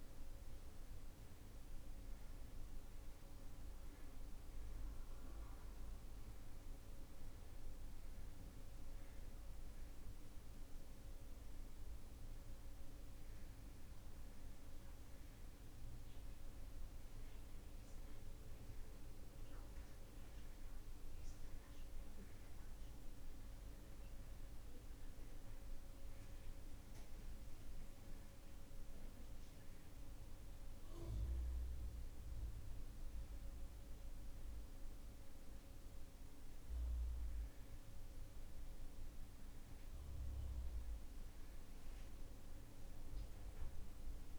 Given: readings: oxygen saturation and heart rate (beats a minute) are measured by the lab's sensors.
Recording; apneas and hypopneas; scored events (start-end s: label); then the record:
breathing in sleep, hard to hear, by a room microphone; none
none scored
From the record:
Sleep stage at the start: N2 (light sleep); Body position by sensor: on the right side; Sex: male